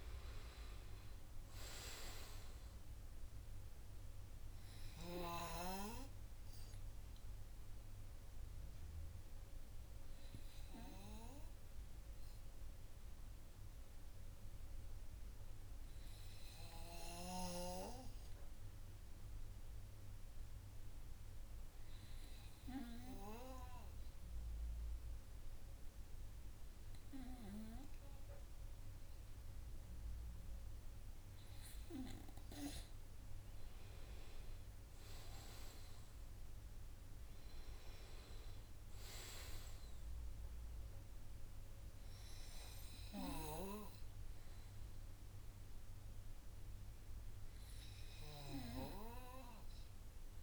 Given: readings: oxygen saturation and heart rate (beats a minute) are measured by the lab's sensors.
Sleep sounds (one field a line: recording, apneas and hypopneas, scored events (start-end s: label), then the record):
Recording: breathing in sleep by a room microphone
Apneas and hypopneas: 1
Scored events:
0.00-21.50 s: oxygen desaturation (device-marked, oxygen 94% lowest, heart rate 59 extreme)
6.00-29.00 s: hypopnea (oxygen 98% before, 94% lowest, heart rate 70 before, 59 extreme, up 29 after)
31.50-36.00 s: arousal
From the record:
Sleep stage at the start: N2 (light sleep)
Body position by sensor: on the right side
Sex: male